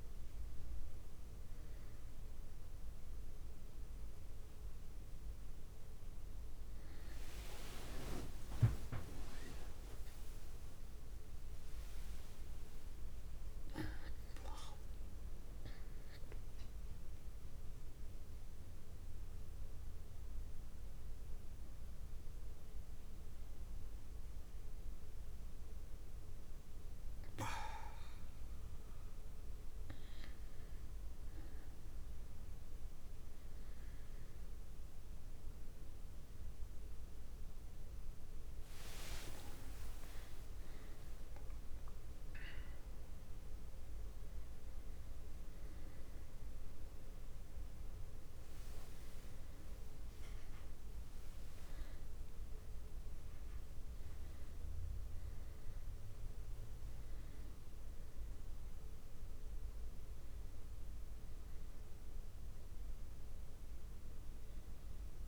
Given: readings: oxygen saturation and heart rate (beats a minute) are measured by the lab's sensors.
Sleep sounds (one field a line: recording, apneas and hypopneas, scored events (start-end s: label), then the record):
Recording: breathing in sleep by a room microphone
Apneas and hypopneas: 1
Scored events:
6.50-11.50 s: arousal
17.50-30.00 s: mixed apnea (oxygen 100% before, 97% lowest)
35.00-38.50 s: arousal
From the record:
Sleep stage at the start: N2 (light sleep)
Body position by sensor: on the back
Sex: male